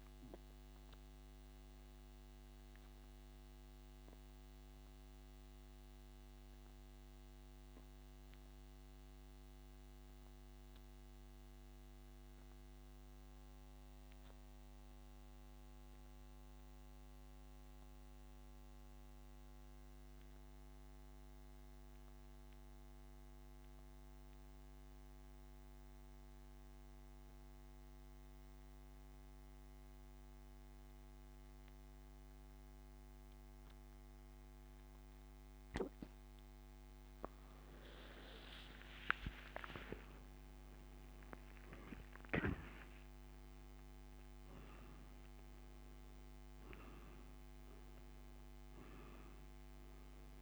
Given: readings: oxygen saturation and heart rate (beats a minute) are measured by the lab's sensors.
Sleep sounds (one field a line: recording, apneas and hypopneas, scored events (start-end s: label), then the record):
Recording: breathing in sleep by a microphone on the trachea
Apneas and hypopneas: 1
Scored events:
3.00-30.00 s: oxygen desaturation (device-marked, oxygen 97% before, 91% lowest, heart rate 78 before, 59 extreme)
3.50-36.00 s: mixed apnea (oxygen 98% before, 87% lowest, heart rate 78 before, 59 extreme, up 16 after)
39.00-42.50 s: arousal
47.00-50.42 s: new sleep stage, N1 (lightest sleep)
From the record:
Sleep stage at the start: N2 (light sleep)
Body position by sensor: on the back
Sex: male